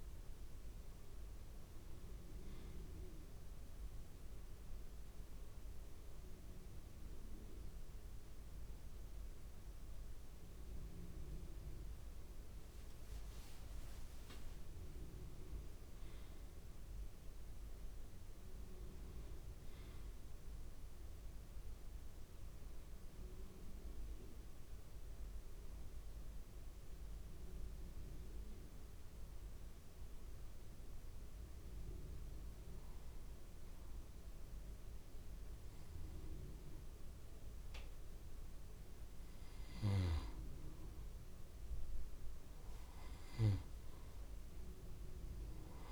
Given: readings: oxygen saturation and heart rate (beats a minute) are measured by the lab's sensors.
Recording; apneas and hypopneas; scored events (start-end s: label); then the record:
breathing in sleep, hard to hear, by a room microphone; 2
0.00-12.00 s: oxygen desaturation (device-marked, oxygen 88% lowest, heart rate 38 extreme)
2.50-13.00 s: hypopnea (oxygen 97% before, 88% lowest, heart rate 57 before, 48 extreme, up 4 after)
14.50-18.50 s: arousal
25.00-36.50 s: obstructive apnea (oxygen 98% before, 90% lowest, heart rate 66 before, 42 extreme, up 21 after)
39.50-43.00 s: arousal
From the record:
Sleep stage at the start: N2 (light sleep); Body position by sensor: on the back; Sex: male